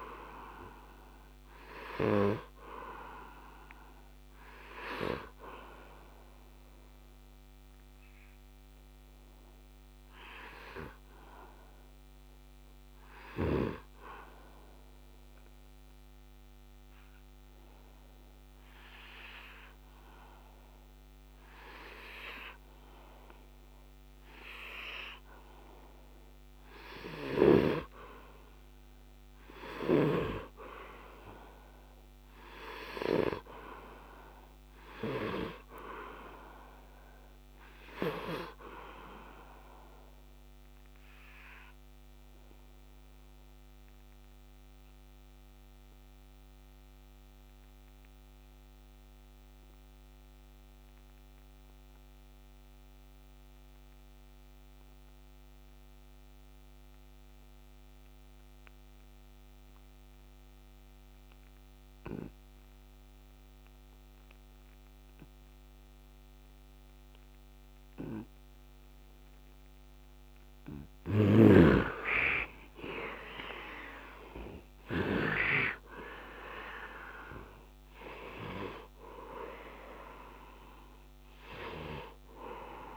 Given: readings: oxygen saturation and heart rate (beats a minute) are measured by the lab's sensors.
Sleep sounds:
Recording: breathing in sleep by a microphone on the trachea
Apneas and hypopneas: 2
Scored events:
0.00-3.50 s: arousal
0.00-8.00 s: oxygen desaturation (device-marked, oxygen 90% lowest, heart rate 75 extreme)
7.50-28.00 s: hypopnea (oxygen 99% before, 76% lowest, heart rate 81 before, 67 extreme, up 4 after)
25.00-47.00 s: oxygen desaturation (device-marked, oxygen 98% before, 88% lowest, heart rate 77 before, 67 extreme)
31.00-34.50 s: arousal
41.50-72.50 s: obstructive apnea (oxygen 98% before, 73% lowest, heart rate 78 before, 67 extreme, up 13 after)
58.00-82.97 s: oxygen desaturation (device-marked, oxygen 97% before, 73% lowest, heart rate 72 before, 70 extreme)
70.50-75.00 s: snoring (device-marked)
76.00-80.50 s: arousal
From the record:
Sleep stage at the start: REM sleep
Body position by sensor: on the right side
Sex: male

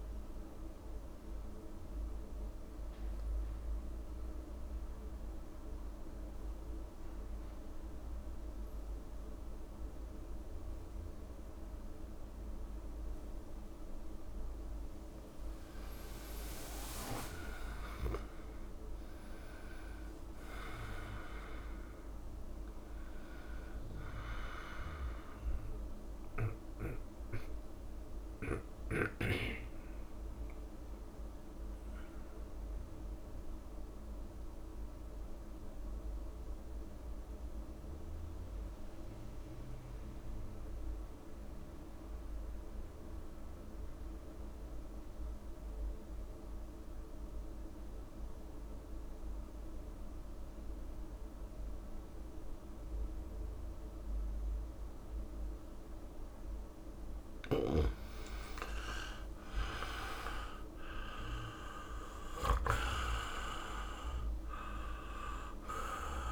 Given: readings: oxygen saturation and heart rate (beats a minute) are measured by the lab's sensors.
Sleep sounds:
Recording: breathing in sleep by a room microphone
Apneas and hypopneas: 2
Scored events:
1.00-13.50 s: central apnea (oxygen 98% before, 85% lowest)
15.50-20.00 s: arousal
16.50-18.50 s: long interval between heartbeats (device-marked)
17.50-36.50 s: oxygen desaturation (device-marked, oxygen 97% before, 91% lowest)
29.50-57.50 s: mixed apnea (oxygen 98% before, 83% lowest)
48.50-66.32 s: oxygen desaturation (device-marked, oxygen 98% before, 83% lowest)
59.50-63.50 s: arousal
From the record:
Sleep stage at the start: N2 (light sleep)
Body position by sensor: on the back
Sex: male

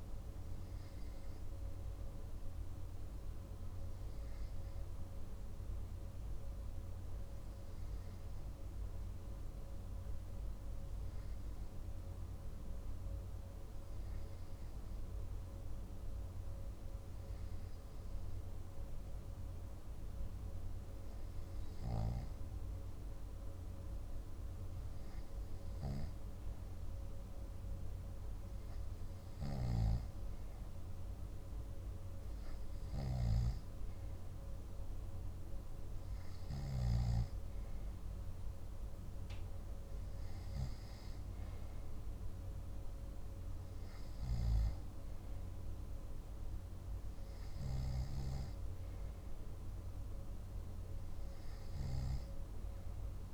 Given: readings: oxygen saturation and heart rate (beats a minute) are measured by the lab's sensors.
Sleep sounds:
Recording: breathing in sleep, hard to hear, by a room microphone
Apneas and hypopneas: none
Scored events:
none scored
From the record:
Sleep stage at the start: N2 (light sleep)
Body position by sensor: on the back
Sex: male

